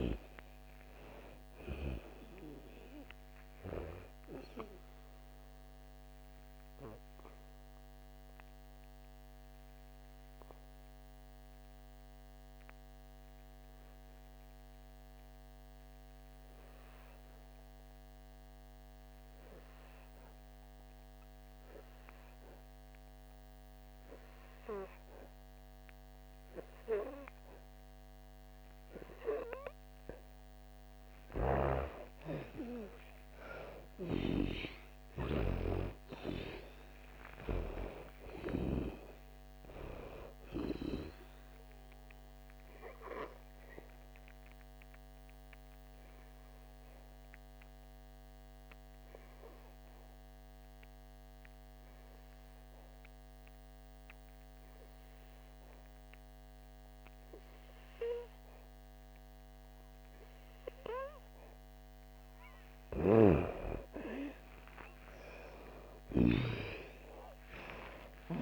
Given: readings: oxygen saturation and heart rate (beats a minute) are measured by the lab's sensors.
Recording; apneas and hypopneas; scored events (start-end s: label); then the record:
breathing in sleep by a microphone on the trachea; 2
1.00-27.00 s: oxygen desaturation (device-marked, oxygen 98% before, 87% lowest, heart rate 62 before, 56 extreme)
5.00-31.00 s: obstructive apnea (oxygen 98% before, 87% lowest, heart rate 62 before, 56 extreme, up 10 after)
29.00-63.00 s: oxygen desaturation (device-marked, oxygen 99% before, 88% lowest, heart rate 59 before, 54 extreme)
33.00-37.00 s: arousal
42.50-62.00 s: mixed apnea (oxygen 99% before, 88% lowest, heart rate 65 before, 54 extreme, up 12 after)
65.00-68.42 s: arousal
From the record:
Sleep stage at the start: N2 (light sleep); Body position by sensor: on the back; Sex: female